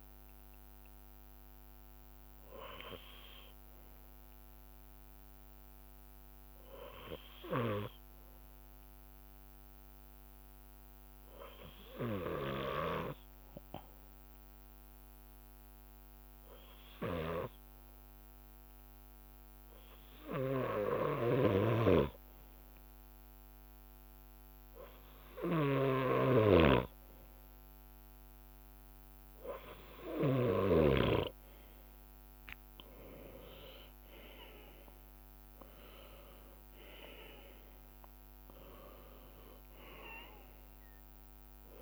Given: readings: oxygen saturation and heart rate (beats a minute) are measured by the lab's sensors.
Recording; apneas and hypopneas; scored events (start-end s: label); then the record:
breathing in sleep by a microphone on the trachea; 1
0.50-30.50 s: bradycardia (device-marked, heart rate 62 before, 53 extreme)
3.50-21.50 s: hypopnea (oxygen 98% before, 95% lowest, heart rate 72 before, 53 extreme, up 4 after)
4.50-7.00 s: leg movement (device-marked)
19.50-35.50 s: drop in pulse transit time (device-marked, heart rate 57 before, 55 extreme)
21.50-31.00 s: snoring (device-marked)
28.50-39.50 s: oxygen desaturation (device-marked, oxygen 99% before, 95% lowest, heart rate 55 before, 54 extreme)
31.50-40.00 s: leg movement (device-marked)
33.00-38.00 s: arousal
From the record:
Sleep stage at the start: N2 (light sleep); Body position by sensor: on the left side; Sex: male